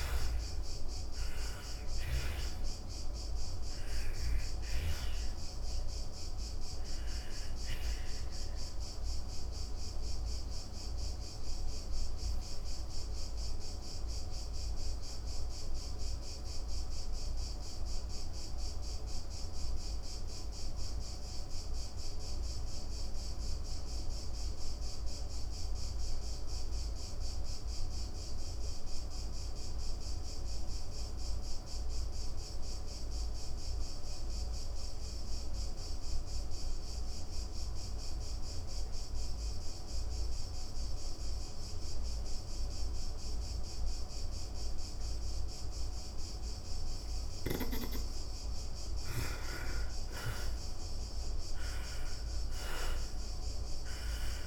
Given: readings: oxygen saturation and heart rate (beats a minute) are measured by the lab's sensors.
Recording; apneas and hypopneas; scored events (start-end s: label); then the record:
breathing in sleep by a room microphone; 1
0.00-22.50 s: oxygen desaturation (device-marked, oxygen 75% lowest, heart rate 92 extreme)
9.00-46.50 s: obstructive apnea (oxygen 99% before, 75% lowest, heart rate 134 before, 100 extreme, up 56 after)
38.50-54.46 s: oxygen desaturation (device-marked, oxygen 98% before, 77% lowest, heart rate 132 before, 100 extreme)
48.00-52.50 s: arousal
From the record:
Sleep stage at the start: N2 (light sleep); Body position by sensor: on the back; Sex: female